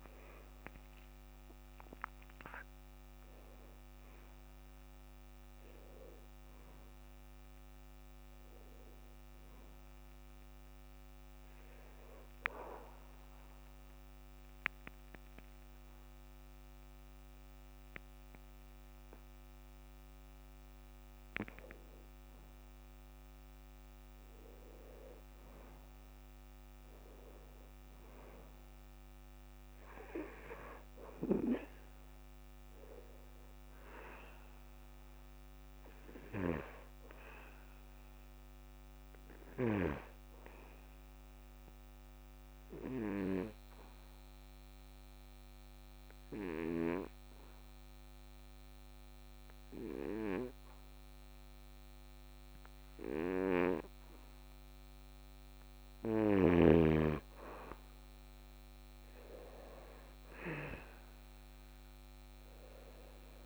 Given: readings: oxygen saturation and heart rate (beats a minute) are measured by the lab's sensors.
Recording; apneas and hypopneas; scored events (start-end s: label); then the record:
breathing in sleep by a microphone on the trachea; 2
0.00-1.00 s: arousal
0.00-17.50 s: oxygen desaturation (device-marked, oxygen 91% lowest, heart rate 69 extreme)
12.50-23.00 s: obstructive apnea (oxygen 95% before, 87% lowest, heart rate 84 before, 69 extreme, up 5 after)
25.00-29.50 s: arousal
35.50-50.50 s: oxygen desaturation (device-marked, oxygen 96% before, 90% lowest, heart rate 72 before, 70 extreme)
40.00-57.00 s: hypopnea (oxygen 96% before, 87% lowest, heart rate 72 before, 70 extreme, up 3 after)
61.50-63.46 s: new sleep stage, N1 (lightest sleep)
From the record:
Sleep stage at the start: N2 (light sleep); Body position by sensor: on the back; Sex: male